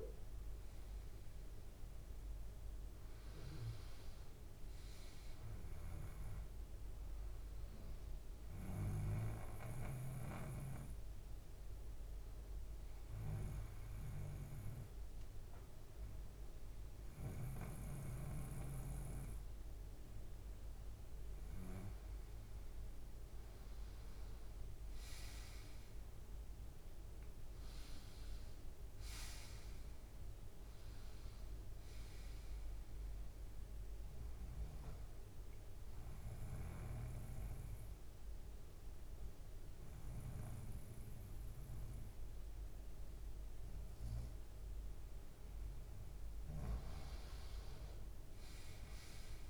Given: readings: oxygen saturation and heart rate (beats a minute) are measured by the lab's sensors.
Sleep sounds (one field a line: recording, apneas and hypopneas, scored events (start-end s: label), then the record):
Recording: breathing in sleep by a room microphone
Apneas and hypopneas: 2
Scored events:
8.50-20.50 s: hypopnea (oxygen 97% before, 91% lowest, heart rate 80 before, 81 extreme, up 2 after)
13.50-23.50 s: oxygen desaturation (device-marked, oxygen 96% before, 93% lowest, heart rate 80 before, 81 extreme)
24.50-28.00 s: arousal
34.00-45.00 s: obstructive apnea (oxygen 96% before, 91% lowest, heart rate 82 before, 79 extreme, up 2 after)
46.50-49.50 s: arousal
From the record:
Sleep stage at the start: N2 (light sleep)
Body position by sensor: on the right side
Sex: male